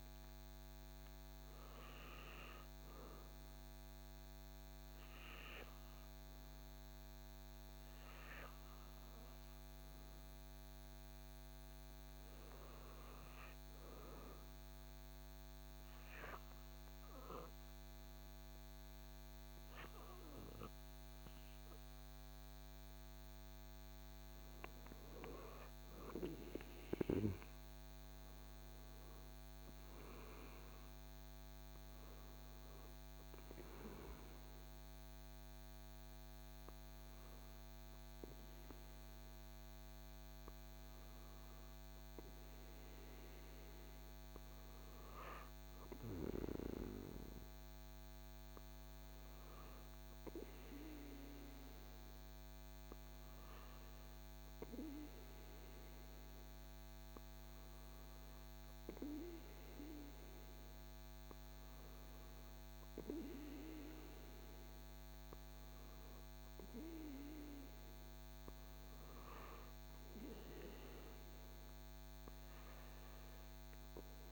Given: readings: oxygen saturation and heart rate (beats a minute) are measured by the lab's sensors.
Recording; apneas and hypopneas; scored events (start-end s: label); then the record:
breathing in sleep by a microphone on the trachea; 1
0.00-3.50 s: oxygen desaturation (device-marked, oxygen 92% lowest, heart rate 64 extreme)
13.00-24.50 s: hypopnea (oxygen 97% before, 92% lowest, heart rate 71 before, 64 extreme, up 8 after)
28.00-31.00 s: arousal
From the record:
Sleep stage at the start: N2 (light sleep); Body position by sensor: on the back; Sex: male